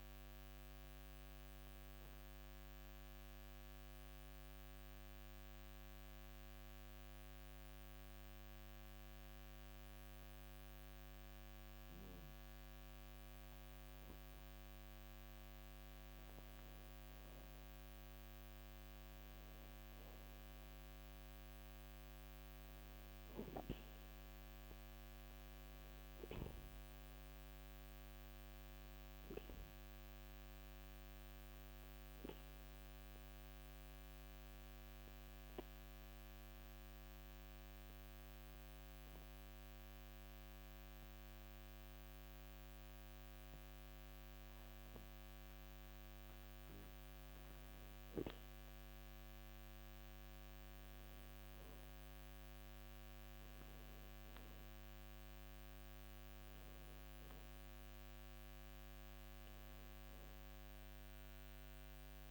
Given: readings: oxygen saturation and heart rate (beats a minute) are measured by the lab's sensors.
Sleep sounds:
breathing in sleep, hard to hear, by a microphone on the trachea; 2
3.00-15.00 s: central apnea (oxygen 97% before, 93% lowest, heart rate 59 before, 55 extreme, up 1 after)
17.50-21.50 s: arousal
21.00-40.00 s: oxygen desaturation (device-marked, oxygen 97% before, 93% lowest, heart rate 55 before, 55 extreme)
32.00-46.00 s: obstructive apnea (oxygen 97% before, 92% lowest, heart rate 55 before, 55 extreme, up 0 after)
48.50-53.50 s: arousal
53.00-62.31 s: oxygen desaturation (device-marked, oxygen 97% before, 93% lowest, heart rate 55 before, 54 extreme)
From the record:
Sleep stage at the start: N2 (light sleep); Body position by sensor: on the back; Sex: male

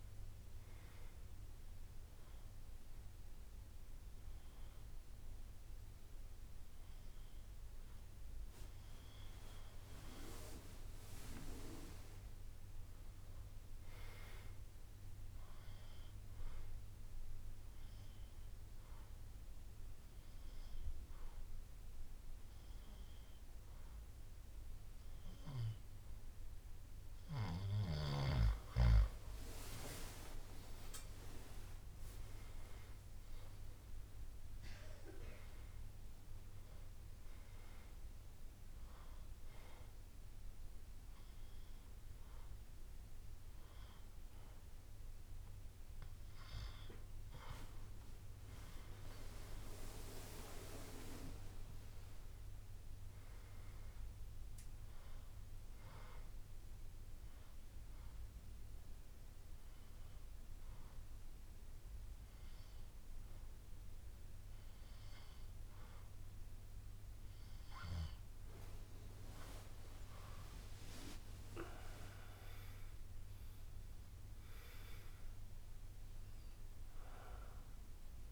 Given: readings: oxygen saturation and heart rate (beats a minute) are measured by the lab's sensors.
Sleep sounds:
breathing in sleep by a room microphone; 4
0.00-7.50 s: drop in pulse transit time (device-marked, heart rate 62 extreme)
0.50-10.50 s: hypopnea (oxygen 98% before, 93% lowest, heart rate 73 before, 61 extreme, up 9 after)
4.50-15.50 s: oxygen desaturation (device-marked, oxygen 97% before, 93% lowest, heart rate 73 before, 61 extreme)
12.50-15.00 s: arousal
17.00-27.50 s: obstructive apnea (oxygen 97% before, 93% lowest, heart rate 67 before, 62 extreme, up 12 after)
30.50-35.00 s: arousal
30.50-45.50 s: drop in pulse transit time (device-marked, heart rate 65 before, 63 extreme)
38.00-48.00 s: hypopnea (oxygen 96% before, 93% lowest, heart rate 66 before, 62 extreme, up 12 after)
48.50-52.00 s: arousal
56.50-68.00 s: hypopnea (oxygen 97% before, 93% lowest, heart rate 69 before, 61 extreme, up 19 after)
69.50-74.00 s: arousal
70.50-72.50 s: long interval between heartbeats (device-marked, heart rate 67 before, 75 extreme)
70.50-78.32 s: drop in pulse transit time (device-marked, heart rate 67 before, 65 extreme)
From the record:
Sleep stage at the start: N2 (light sleep); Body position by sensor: on the back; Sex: male

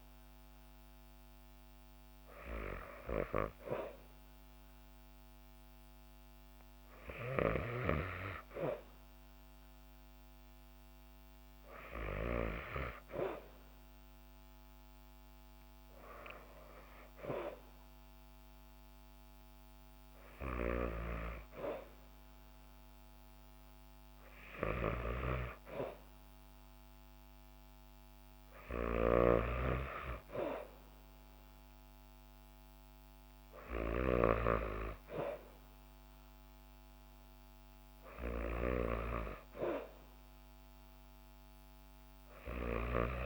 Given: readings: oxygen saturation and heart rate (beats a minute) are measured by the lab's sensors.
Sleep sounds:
breathing in sleep by a microphone on the trachea; none
none scored
From the record:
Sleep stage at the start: N2 (light sleep); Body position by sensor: on the back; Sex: female

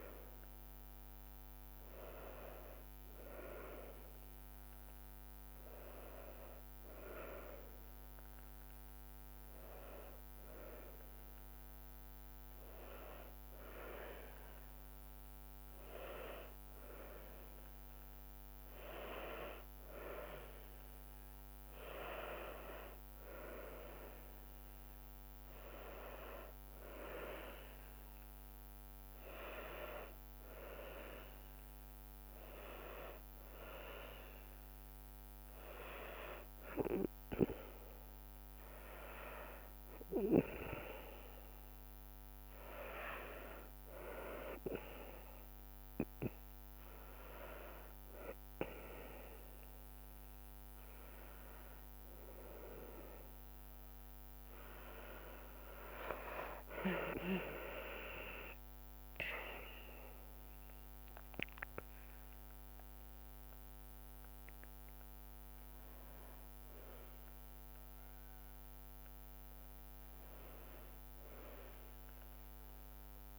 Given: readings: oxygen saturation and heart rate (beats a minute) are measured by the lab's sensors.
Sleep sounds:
breathing in sleep by a microphone on the trachea; none
41.50-50.50 s: drop in pulse transit time (device-marked, heart rate 75 before, 75 extreme)
58.50-70.50 s: drop in pulse transit time (device-marked, heart rate 77 before, 76 extreme)
From the record:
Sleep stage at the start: N2 (light sleep); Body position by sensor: on the back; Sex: female

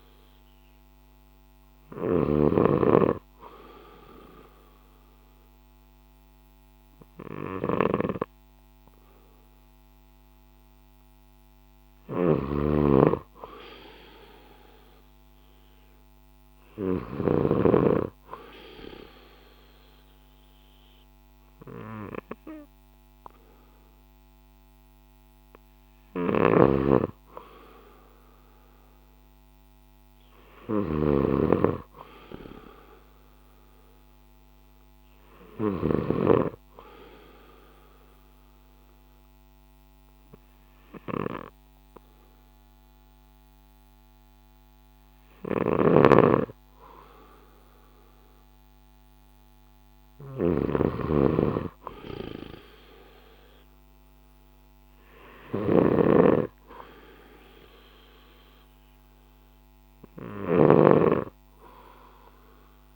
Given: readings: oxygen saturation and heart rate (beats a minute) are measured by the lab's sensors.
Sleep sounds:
breathing in sleep by a microphone on the trachea; 1
0.00-17.00 s: snoring (device-marked)
26.00-36.00 s: snoring (device-marked)
29.50-37.50 s: oxygen desaturation (device-marked, oxygen 94% before, 91% lowest, heart rate 59 before, 58 extreme)
38.50-50.00 s: obstructive apnea (oxygen 94% before, 91% lowest, heart rate 60 before, 58 extreme, up 2 after)
45.50-62.96 s: snoring (device-marked)
52.00-55.00 s: arousal
From the record:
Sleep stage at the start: N2 (light sleep); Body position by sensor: on the left side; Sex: male

